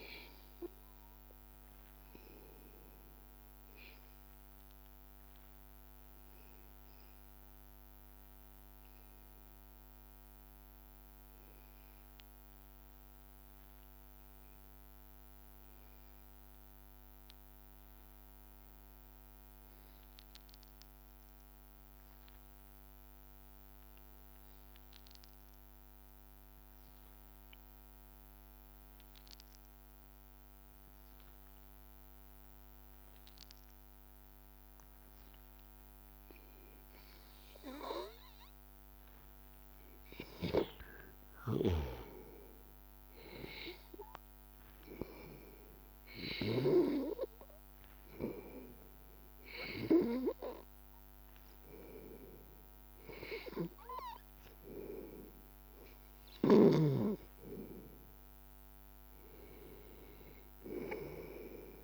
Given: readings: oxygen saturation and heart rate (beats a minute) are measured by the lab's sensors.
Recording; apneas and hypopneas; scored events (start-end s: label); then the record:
breathing in sleep by a microphone on the trachea; 1
0.00-12.50 s: oxygen desaturation (device-marked, oxygen 94% lowest, heart rate 80 extreme)
5.00-40.50 s: hypopnea (oxygen 98% before, 93% lowest, heart rate 84 before, 80 extreme, up 4 after)
35.50-61.84 s: oxygen desaturation (device-marked, oxygen 98% before, 93% lowest, heart rate 81 before, 82 extreme)
42.50-45.50 s: arousal
From the record:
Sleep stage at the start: N2 (light sleep); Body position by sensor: on the back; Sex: male